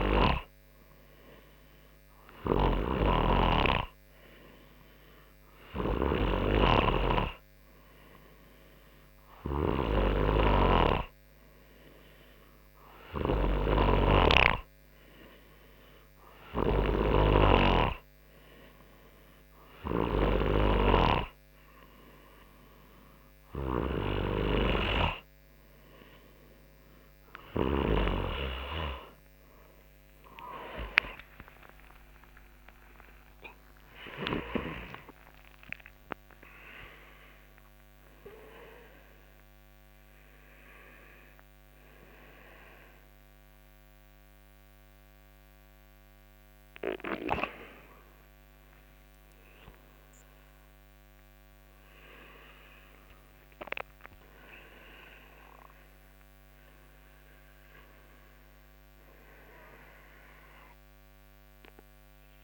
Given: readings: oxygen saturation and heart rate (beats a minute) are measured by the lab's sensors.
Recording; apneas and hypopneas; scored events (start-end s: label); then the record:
breathing in sleep by a microphone on the trachea; none
0.00-18.00 s: snoring (device-marked)
30.50-35.50 s: arousal
34.50-62.44 s: new sleep stage, N2 (light sleep)
From the record:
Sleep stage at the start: N3 (deep sleep); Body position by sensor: on the front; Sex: male